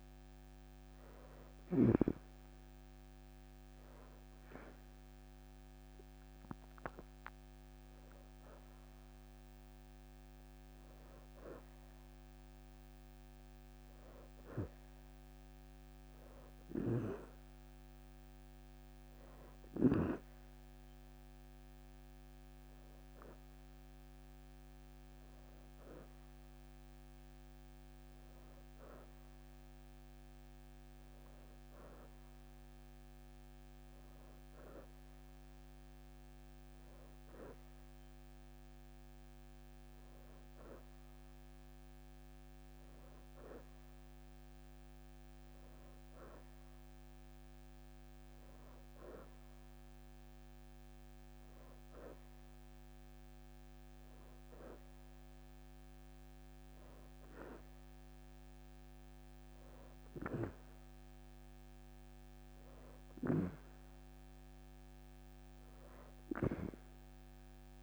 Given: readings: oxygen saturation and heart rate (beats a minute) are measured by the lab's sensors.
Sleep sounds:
breathing in sleep by a microphone on the trachea; none
0.00-1.50 s: snoring (device-marked)
0.00-19.50 s: oxygen desaturation (device-marked, oxygen 87% lowest, heart rate 40 extreme)
5.00-10.00 s: arousal
21.50-51.50 s: new sleep stage, N1 (lightest sleep)
26.00-27.00 s: leg movement (device-marked)
30.50-31.50 s: leg movement (device-marked)
33.00-36.50 s: leg movement (device-marked)
42.50-45.00 s: leg movement (device-marked)
46.50-49.50 s: leg movement (device-marked)
51.50-67.83 s: new sleep stage, N2 (light sleep)
From the record:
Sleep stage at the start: N2 (light sleep); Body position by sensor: on the back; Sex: female

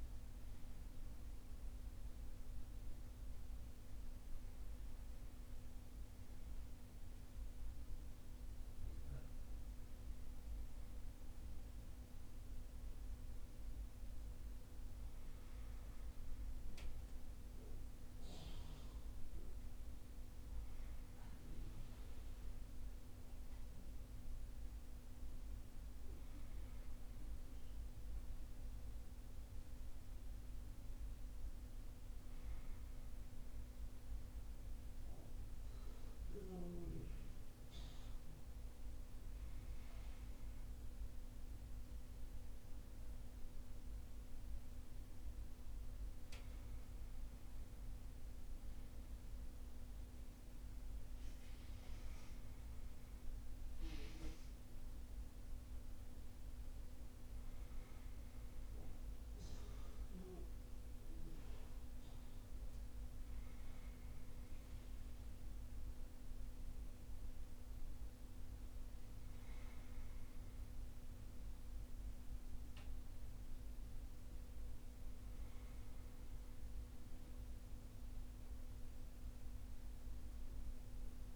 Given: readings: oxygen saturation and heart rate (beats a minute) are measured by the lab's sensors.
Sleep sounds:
breathing in sleep, hard to hear, by a room microphone; none
none scored
From the record:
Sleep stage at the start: N1 (lightest sleep); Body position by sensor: on the back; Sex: male

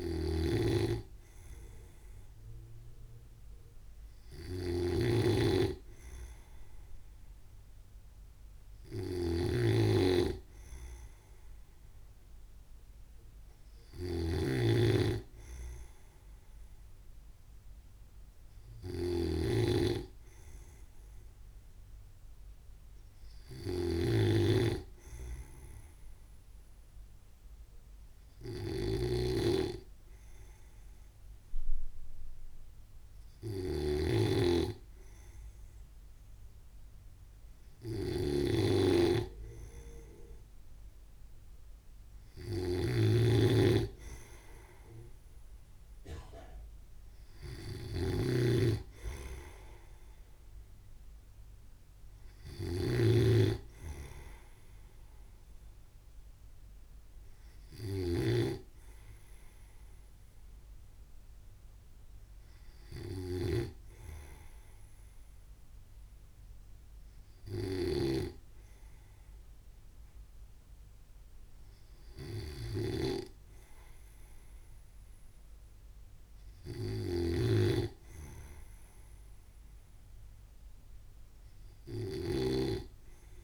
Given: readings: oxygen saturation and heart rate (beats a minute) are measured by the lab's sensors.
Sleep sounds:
breathing in sleep by a room microphone; none
0.00-83.44 s: snoring (device-marked)
From the record:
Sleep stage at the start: N2 (light sleep); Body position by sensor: on the right side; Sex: male

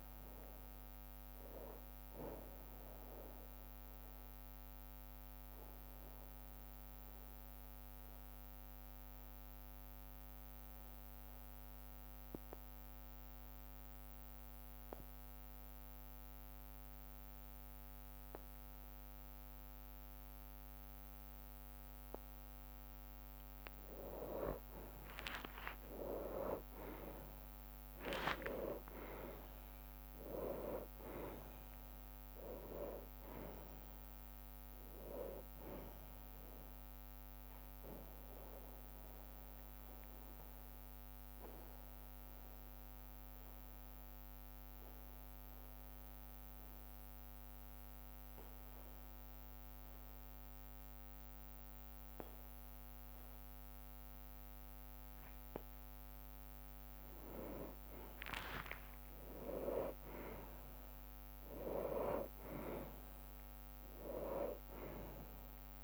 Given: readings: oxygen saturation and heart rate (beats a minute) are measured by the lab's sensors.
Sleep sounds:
breathing in sleep by a microphone on the trachea; 2
0.00-3.00 s: drop in pulse transit time (device-marked, heart rate 65 extreme)
0.00-20.00 s: oxygen desaturation (device-marked, oxygen 90% lowest, heart rate 51 extreme)
0.00-26.00 s: bradycardia (device-marked, heart rate 63 before, 51 extreme)
3.00-23.50 s: obstructive apnea (oxygen 96% before, 90% lowest, heart rate 64 before, 51 extreme, up 7 after)
25.50-31.00 s: arousal
26.00-39.00 s: drop in pulse transit time (device-marked, heart rate 55 before, 57 extreme)
27.00-54.00 s: oxygen desaturation (device-marked, oxygen 98% before, 90% lowest, heart rate 56 before, 50 extreme)
38.00-40.00 s: long interval between heartbeats (device-marked, heart rate 60 before, 65 extreme)
38.00-56.00 s: mixed apnea (oxygen 98% before, 90% lowest, heart rate 60 before, 50 extreme, up 2 after)
41.00-65.84 s: bradycardia (device-marked, heart rate 63 before, 50 extreme)
58.50-63.00 s: arousal
59.00-65.84 s: drop in pulse transit time (device-marked, heart rate 57 before, 53 extreme)
From the record:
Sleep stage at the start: N2 (light sleep); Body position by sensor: on the back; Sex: male

